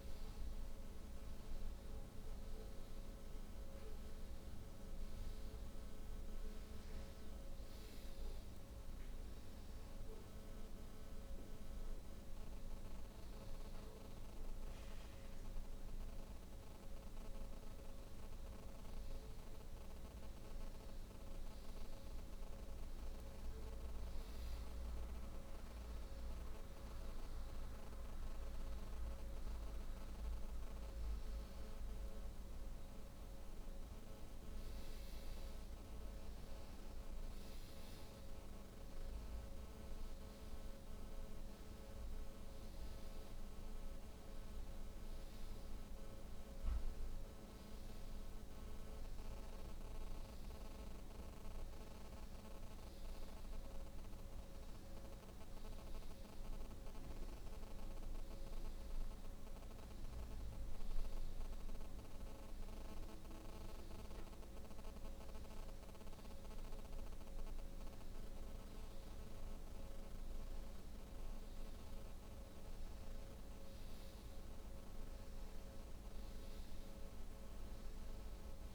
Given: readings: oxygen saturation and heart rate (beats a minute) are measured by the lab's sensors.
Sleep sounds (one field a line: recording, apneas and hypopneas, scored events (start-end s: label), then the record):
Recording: breathing in sleep, hard to hear, by a room microphone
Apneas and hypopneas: none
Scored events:
none scored
From the record:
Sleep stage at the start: N2 (light sleep)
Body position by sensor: on the back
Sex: female